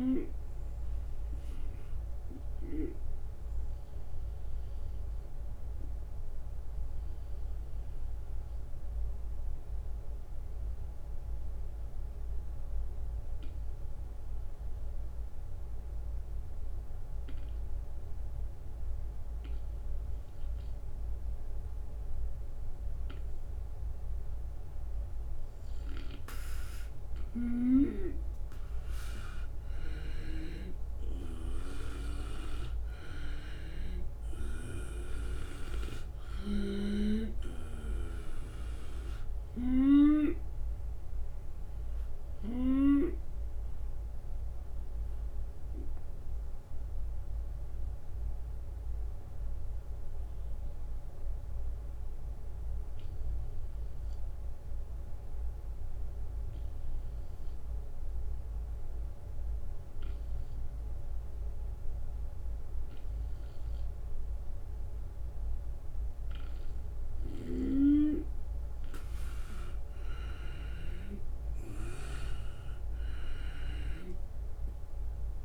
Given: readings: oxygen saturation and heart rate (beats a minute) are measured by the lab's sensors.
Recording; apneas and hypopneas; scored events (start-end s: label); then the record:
breathing in sleep by a room microphone; 2
0.00-2.00 s: drop in pulse transit time (device-marked, heart rate 82 extreme)
0.00-2.50 s: snoring (device-marked)
0.00-12.00 s: oxygen desaturation (device-marked, oxygen 91% lowest, heart rate 75 extreme)
5.50-24.50 s: obstructive apnea (oxygen 97% before, 91% lowest, heart rate 83 before, 75 extreme, up 5 after)
26.50-42.50 s: snoring (device-marked)
28.00-54.00 s: oxygen desaturation (device-marked, oxygen 97% before, 91% lowest, heart rate 76 before, 74 extreme)
29.00-34.00 s: arousal
44.50-66.00 s: obstructive apnea (oxygen 97% before, 90% lowest, heart rate 80 before, 74 extreme, up 3 after)
65.00-75.44 s: oxygen desaturation (device-marked, oxygen 97% before, 90% lowest, heart rate 76 before, 73 extreme)
66.50-75.44 s: snoring (device-marked)
69.50-74.50 s: arousal
73.00-75.44 s: drop in pulse transit time (device-marked, heart rate 76 before, 78 extreme)
From the record:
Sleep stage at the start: N2 (light sleep); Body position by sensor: on the right side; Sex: male